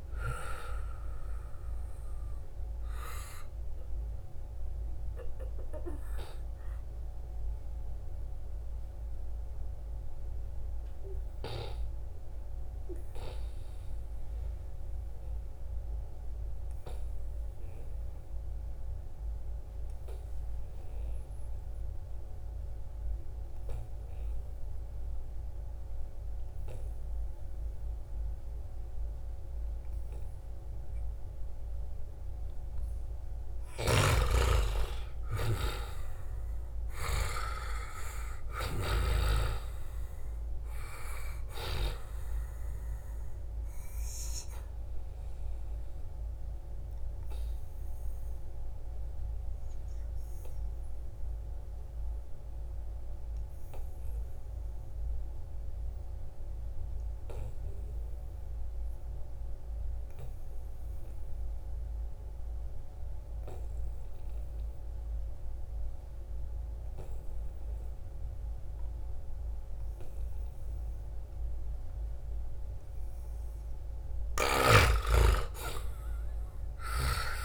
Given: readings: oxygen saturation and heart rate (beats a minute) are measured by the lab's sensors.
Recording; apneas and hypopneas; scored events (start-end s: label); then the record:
breathing in sleep by a room microphone; 2
0.00-6.00 s: oxygen desaturation (device-marked, oxygen 89% lowest, heart rate 69 extreme)
4.50-32.50 s: mixed apnea (oxygen 96% before, 89% lowest, heart rate 79 before, 70 extreme, up 6 after)
29.00-58.00 s: oxygen desaturation (device-marked, oxygen 98% before, 91% lowest, heart rate 74 before, 69 extreme)
33.50-39.50 s: arousal
33.50-41.50 s: snoring (device-marked)
44.50-73.00 s: obstructive apnea (oxygen 98% before, 90% lowest, heart rate 73 before, 69 extreme, up 4 after)
53.50-55.50 s: long interval between heartbeats (device-marked, heart rate 77 before, 79 extreme)
71.00-77.45 s: oxygen desaturation (device-marked, oxygen 98% before, 90% lowest, heart rate 73 before, 67 extreme)
74.00-77.45 s: snoring (device-marked)
74.50-77.45 s: arousal
From the record:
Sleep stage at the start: N2 (light sleep); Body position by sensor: on the right side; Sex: male